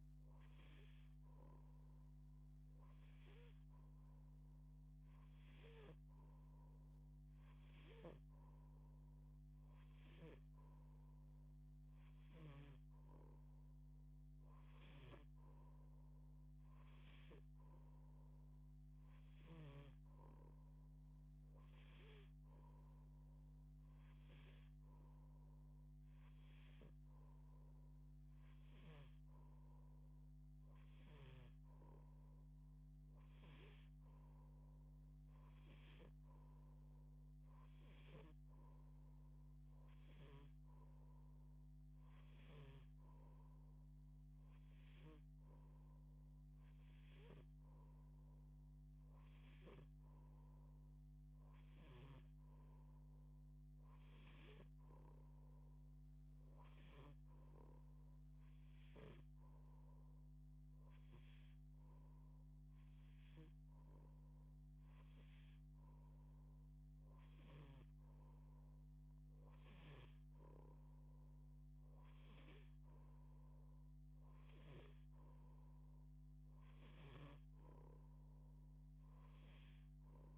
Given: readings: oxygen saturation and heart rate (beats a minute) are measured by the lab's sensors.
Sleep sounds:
breathing in sleep by a microphone on the trachea; none
none scored
From the record:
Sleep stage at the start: N2 (light sleep); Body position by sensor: on the back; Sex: female

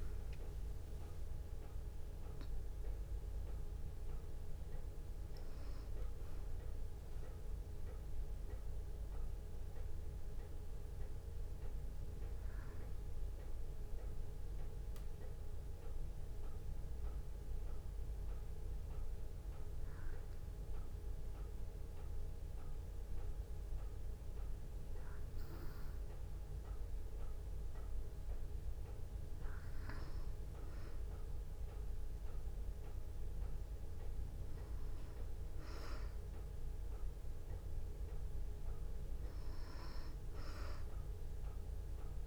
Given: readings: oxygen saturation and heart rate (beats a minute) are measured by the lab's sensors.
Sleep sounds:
breathing in sleep, hard to hear, by a room microphone; 1
0.00-24.00 s: oxygen desaturation (device-marked, oxygen 87% lowest, heart rate 57 extreme)
14.50-26.50 s: hypopnea (oxygen 92% before, 87% lowest, heart rate 62 before, 57 extreme, up 2 after)
28.50-32.50 s: arousal
From the record:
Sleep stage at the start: N2 (light sleep); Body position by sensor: on the back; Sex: female

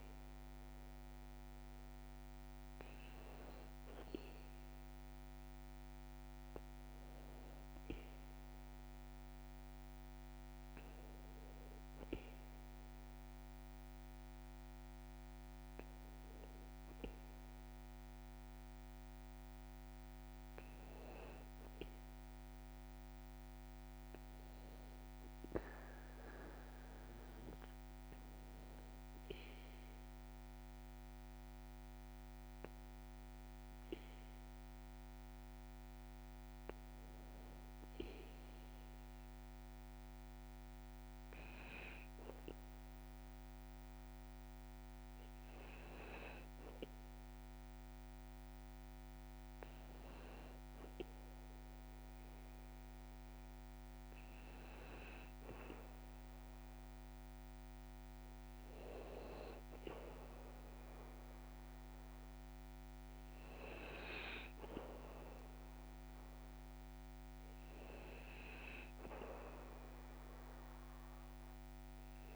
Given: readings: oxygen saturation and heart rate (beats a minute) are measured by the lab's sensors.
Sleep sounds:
breathing in sleep by a microphone on the trachea; none
2.00-4.00 s: long interval between heartbeats (device-marked, heart rate 57 before, 59 extreme)
From the record:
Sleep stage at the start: N2 (light sleep); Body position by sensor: on the back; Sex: male

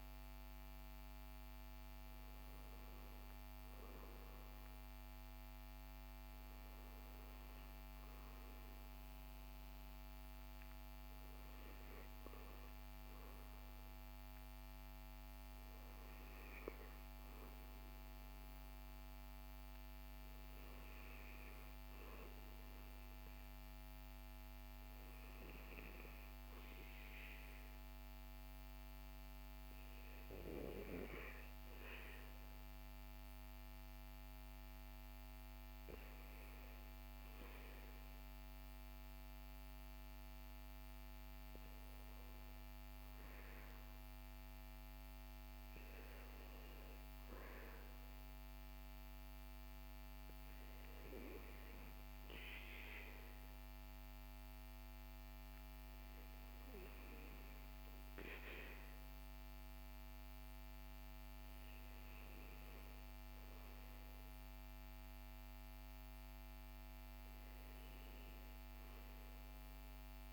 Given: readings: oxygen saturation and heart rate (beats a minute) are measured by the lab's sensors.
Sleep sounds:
breathing in sleep, hard to hear, by a microphone on the trachea; none
none scored
From the record:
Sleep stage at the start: N2 (light sleep); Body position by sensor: on the back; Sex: male

